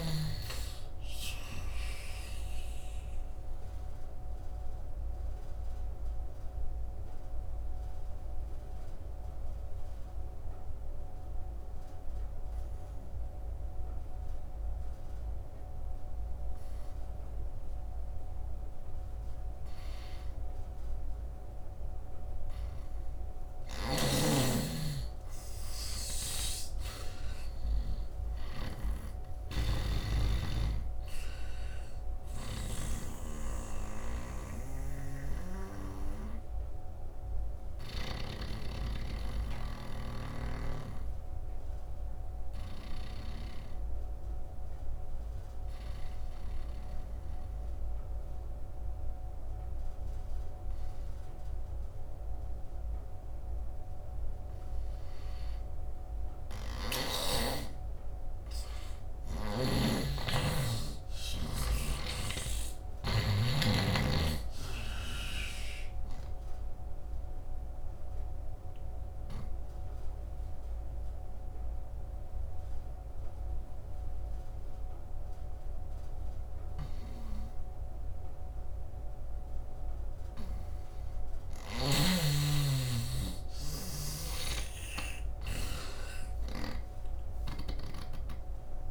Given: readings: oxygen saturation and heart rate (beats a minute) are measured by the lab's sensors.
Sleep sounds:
breathing in sleep by a room microphone; 3
0.00-17.00 s: oxygen desaturation (device-marked, oxygen 82% lowest, heart rate 67 extreme)
2.00-22.50 s: obstructive apnea (oxygen 100% before, 82% lowest, heart rate 73 before, 67 extreme, up 10 after)
23.50-32.50 s: snoring (device-marked)
24.00-27.00 s: arousal
29.00-50.00 s: oxygen desaturation (device-marked, oxygen 100% before, 82% lowest, heart rate 70 before, 66 extreme)
34.50-38.00 s: snoring (device-marked)
34.50-57.00 s: obstructive apnea (oxygen 100% before, 82% lowest, heart rate 73 before, 66 extreme, up 14 after)
52.00-84.00 s: oxygen desaturation (device-marked, oxygen 100% before, 86% lowest, heart rate 74 before, 66 extreme)
58.50-62.00 s: arousal
65.00-80.00 s: obstructive apnea (oxygen 100% before, 79% lowest, heart rate 72 before, 66 extreme, up 4 after)
82.00-85.50 s: arousal
84.00-87.50 s: snoring (device-marked)
86.00-88.91 s: oxygen desaturation (device-marked, oxygen 98% before, 83% lowest, heart rate 76 before, 66 extreme)
From the record:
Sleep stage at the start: N2 (light sleep); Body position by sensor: on the right side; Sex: male

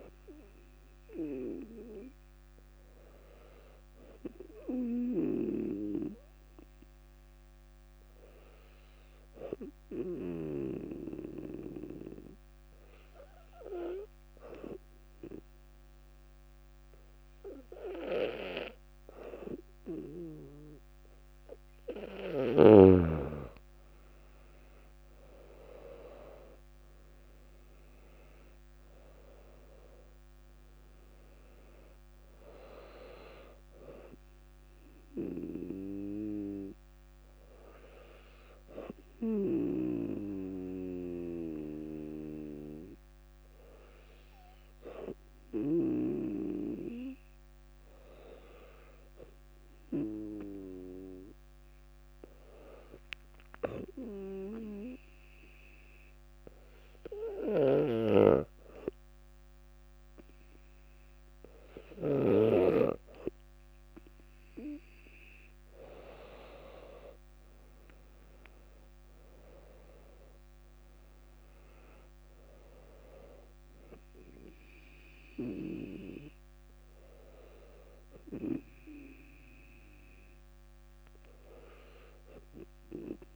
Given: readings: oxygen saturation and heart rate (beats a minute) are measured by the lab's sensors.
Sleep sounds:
breathing in sleep by a microphone on the trachea; 2
5.50-19.50 s: obstructive apnea (oxygen 99% before, 96% lowest, heart rate 63 before, 59 extreme, up 5 after)
23.00-28.00 s: arousal
35.50-49.50 s: hypopnea (oxygen 99% before, 96% lowest, heart rate 64 before, 59 extreme, up 6 after)
52.00-54.50 s: arousal
From the record:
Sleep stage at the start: N2 (light sleep); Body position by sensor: on the back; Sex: female

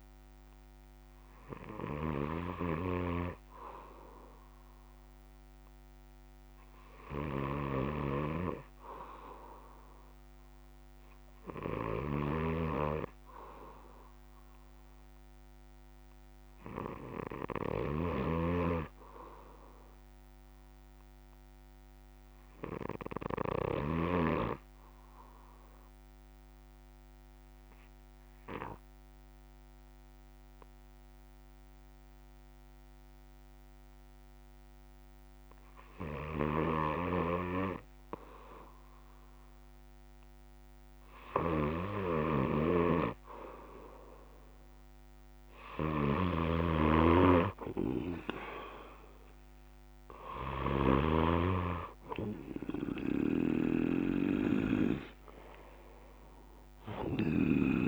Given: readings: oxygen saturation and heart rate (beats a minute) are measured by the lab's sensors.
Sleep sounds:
breathing in sleep by a microphone on the trachea; 1
23.50-38.50 s: obstructive apnea (oxygen 97% before, 88% lowest, heart rate 62 before, 57 extreme, up 0 after)
42.50-51.00 s: snoring (device-marked)
50.00-57.88 s: oxygen desaturation (device-marked, oxygen 93% before, 88% lowest, heart rate 61 before, 59 extreme)
From the record:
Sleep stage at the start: N3 (deep sleep); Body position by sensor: on the back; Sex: male

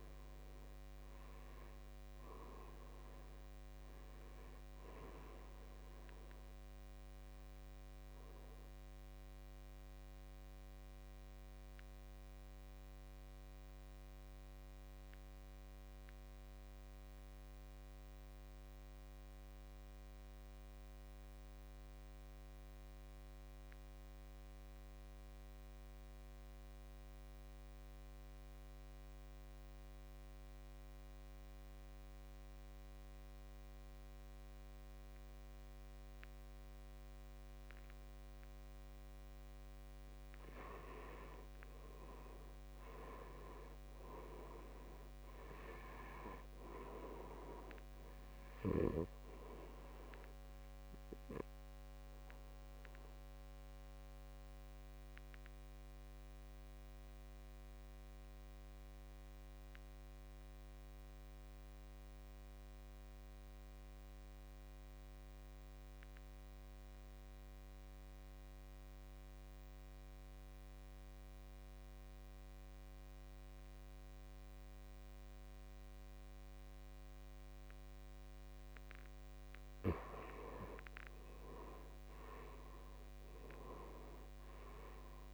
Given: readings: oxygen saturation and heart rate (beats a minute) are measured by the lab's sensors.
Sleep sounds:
breathing in sleep by a microphone on the trachea; 2
0.00-21.50 s: oxygen desaturation (device-marked, oxygen 82% lowest, heart rate 52 extreme)
9.50-39.00 s: obstructive apnea (oxygen 96% before, 77% lowest, heart rate 67 before, 52 extreme, up 18 after)
31.50-33.50 s: long interval between heartbeats (device-marked, heart rate 56 before, 60 extreme)
40.50-71.50 s: oxygen desaturation (device-marked, oxygen 98% before, 77% lowest, heart rate 57 before, 55 extreme)
42.00-45.50 s: arousal
53.00-79.00 s: obstructive apnea (oxygen 99% before, 75% lowest, heart rate 64 before, 53 extreme, up 11 after)
81.00-85.34 s: arousal
From the record:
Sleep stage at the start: N2 (light sleep); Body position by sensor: on the back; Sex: male

